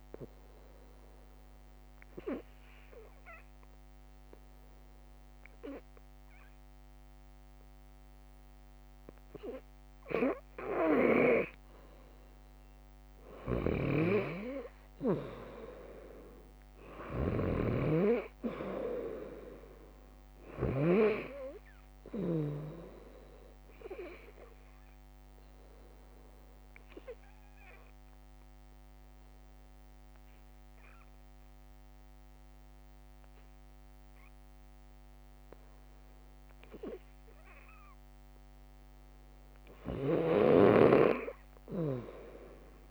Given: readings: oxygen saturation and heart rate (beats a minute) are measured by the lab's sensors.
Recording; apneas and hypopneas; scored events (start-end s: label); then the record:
breathing in sleep by a microphone on the trachea; 2
0.00-14.50 s: oxygen desaturation (device-marked, oxygen 96% lowest, heart rate 55 extreme)
2.00-12.00 s: hypopnea (oxygen 100% before, 96% lowest, heart rate 57 before, 55 extreme)
9.50-23.50 s: bradycardia (device-marked, heart rate 68 before, 55 extreme)
13.00-20.50 s: snoring (device-marked)
16.50-20.50 s: arousal
25.50-36.00 s: obstructive apnea (oxygen 99% before, 96% lowest, heart rate 61 before, 57 extreme, up 6 after)
26.50-36.50 s: drop in pulse transit time (device-marked, heart rate 61 before, 64 extreme)
36.50-42.91 s: bradycardia (device-marked, heart rate 68 before, 57 extreme)
40.00-42.91 s: snoring (device-marked)
From the record:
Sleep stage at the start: N2 (light sleep); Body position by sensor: on the left side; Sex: female